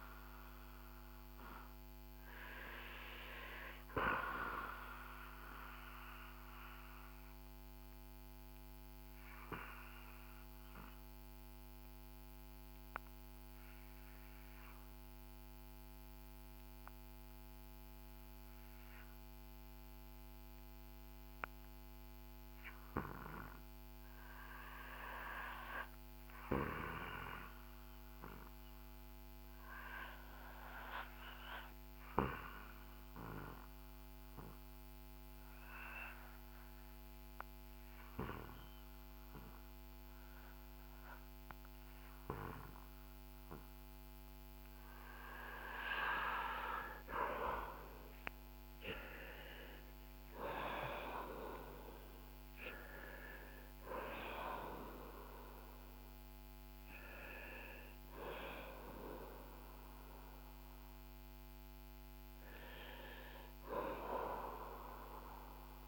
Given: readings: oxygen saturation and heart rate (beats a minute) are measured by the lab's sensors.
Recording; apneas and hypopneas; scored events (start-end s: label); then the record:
breathing in sleep by a microphone on the trachea; 1
0.00-26.00 s: oxygen desaturation (device-marked, oxygen 84% lowest, heart rate 49 extreme)
6.00-44.50 s: obstructive apnea (oxygen 93% before, 84% lowest, heart rate 59 before, 49 extreme, up 12 after)
47.00-52.50 s: arousal
47.00-65.88 s: oxygen desaturation (device-marked, oxygen 94% before, 85% lowest, heart rate 59 before, 52 extreme)
From the record:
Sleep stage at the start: REM sleep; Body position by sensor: on the back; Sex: male